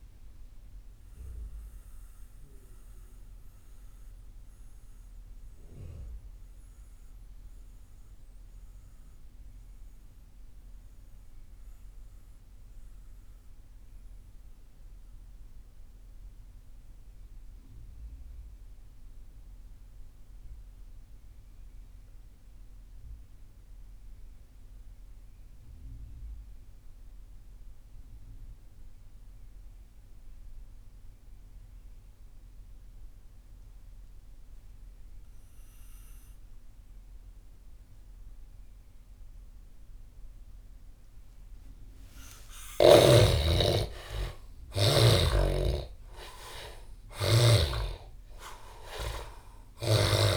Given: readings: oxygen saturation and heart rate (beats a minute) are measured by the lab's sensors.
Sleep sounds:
breathing in sleep by a room microphone; 1
0.00-13.00 s: oxygen desaturation (device-marked, oxygen 74% lowest)
1.50-42.00 s: mixed apnea (oxygen 97% before, 68% lowest)
23.00-50.37 s: oxygen desaturation (device-marked, oxygen 98% before, 68% lowest)
42.50-47.50 s: arousal
From the record:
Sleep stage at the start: N2 (light sleep); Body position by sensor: on the back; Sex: male

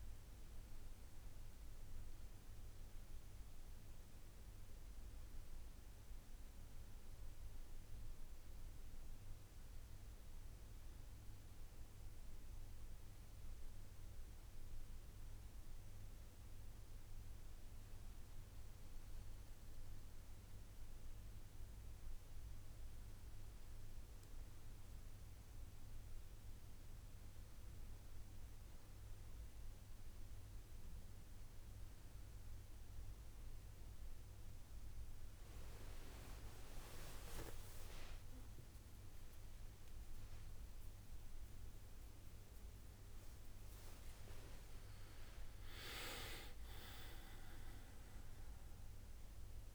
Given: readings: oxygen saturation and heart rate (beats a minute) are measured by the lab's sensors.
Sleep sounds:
breathing in sleep by a room microphone; none
36.00-42.00 s: arousal
From the record:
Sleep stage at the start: N1 (lightest sleep); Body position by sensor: on the back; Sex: male

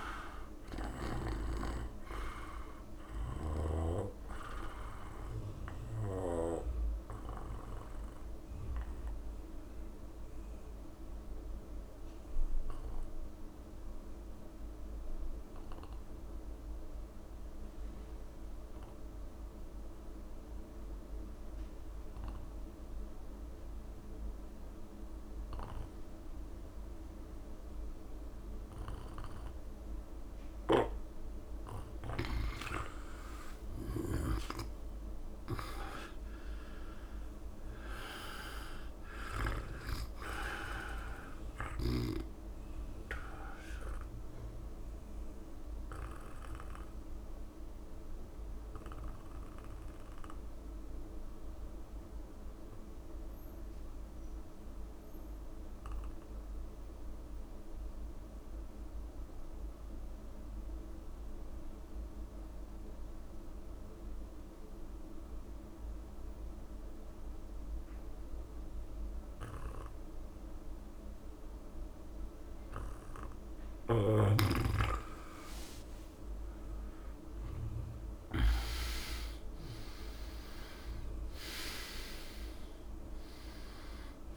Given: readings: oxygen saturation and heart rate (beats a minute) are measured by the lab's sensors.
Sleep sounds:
breathing in sleep by a room microphone; 2
0.00-14.50 s: oxygen desaturation (device-marked, oxygen 85% lowest, heart rate 71 extreme)
5.00-31.50 s: obstructive apnea (oxygen 99% before, 84% lowest, heart rate 73 before, 64 extreme, up 1 after)
29.50-57.50 s: oxygen desaturation (device-marked, oxygen 99% before, 85% lowest, heart rate 74 before, 64 extreme)
33.50-37.50 s: arousal
37.00-39.00 s: long interval between heartbeats (device-marked, heart rate 73 before, 74 extreme)
43.50-73.50 s: obstructive apnea (oxygen 99% before, 83% lowest, heart rate 71 before, 69 extreme, up 5 after)
70.50-84.37 s: oxygen desaturation (device-marked, oxygen 99% before, 83% lowest, heart rate 73 before, 65 extreme)
75.50-79.00 s: arousal
From the record:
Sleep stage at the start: N2 (light sleep); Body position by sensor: on the back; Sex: male

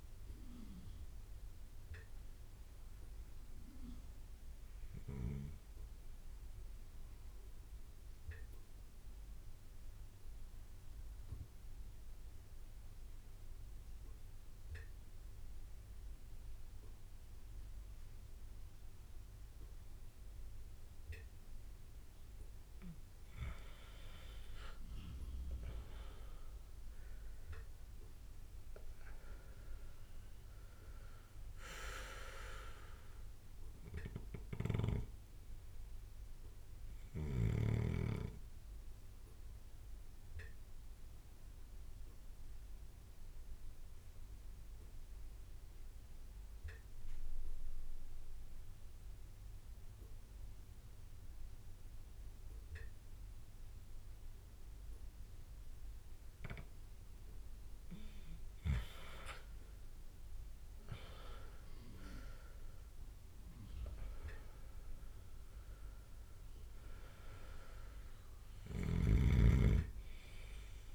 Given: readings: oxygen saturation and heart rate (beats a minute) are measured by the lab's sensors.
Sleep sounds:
breathing in sleep by a room microphone; 2
0.00-2.00 s: bradycardia (device-marked)
0.00-3.00 s: drop in pulse transit time (device-marked)
0.00-14.00 s: oxygen desaturation (device-marked, oxygen 91% lowest, heart rate 50 extreme)
1.50-21.50 s: obstructive apnea (oxygen 99% before, 91% lowest, heart rate 84 before, 50 extreme, up 20 after)
6.00-8.00 s: long interval between heartbeats (device-marked, heart rate 92 before, 68 extreme)
8.00-23.00 s: bradycardia (device-marked)
22.00-35.00 s: drop in pulse transit time (device-marked, heart rate 57 before, 51 extreme)
27.00-31.00 s: arousal
27.00-48.00 s: oxygen desaturation (device-marked, oxygen 99% before, 93% lowest, heart rate 56 before, 50 extreme)
29.00-59.00 s: bradycardia (device-marked)
39.00-57.00 s: obstructive apnea (oxygen 99% before, 92% lowest, heart rate 58 before, 50 extreme, up 14 after)
59.00-64.00 s: arousal
60.00-70.95 s: oxygen desaturation (device-marked, oxygen 98% before, 93% lowest, heart rate 52 before, 54 extreme)
62.50-64.50 s: long interval between heartbeats (device-marked, heart rate 52 before, 61 extreme)
66.50-68.50 s: long interval between heartbeats (device-marked, heart rate 55 before, 84 extreme)
68.50-70.95 s: snoring (device-marked)
69.00-70.95 s: long interval between heartbeats (device-marked, heart rate 60 before, 80 extreme)
From the record:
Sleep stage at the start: N2 (light sleep); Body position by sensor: on the left side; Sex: male

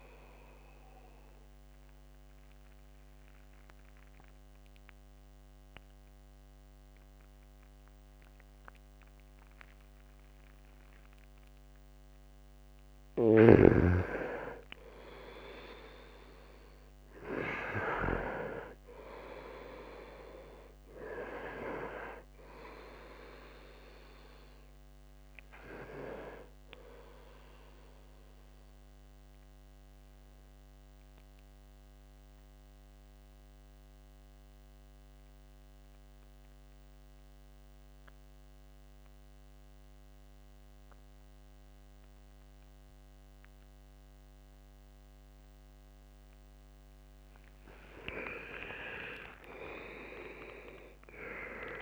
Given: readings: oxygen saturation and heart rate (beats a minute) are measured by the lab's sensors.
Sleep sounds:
breathing in sleep by a microphone on the trachea; 2
1.00-12.00 s: central apnea (oxygen 98% before, 88% lowest, heart rate 88 before, 65 extreme, up 2 after)
14.50-18.50 s: arousal
19.00-36.00 s: oxygen desaturation (device-marked, oxygen 97% before, 90% lowest, heart rate 68 before, 64 extreme)
29.50-46.50 s: mixed apnea (oxygen 98% before, 86% lowest, heart rate 69 before, 59 extreme, up 15 after)
48.00-51.81 s: oxygen desaturation (device-marked, oxygen 98% before, 88% lowest, heart rate 66 before, 59 extreme)
48.50-51.81 s: arousal
49.00-51.00 s: long interval between heartbeats (device-marked, heart rate 66 before, 77 extreme)
From the record:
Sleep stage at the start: N2 (light sleep); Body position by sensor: on the right side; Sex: male

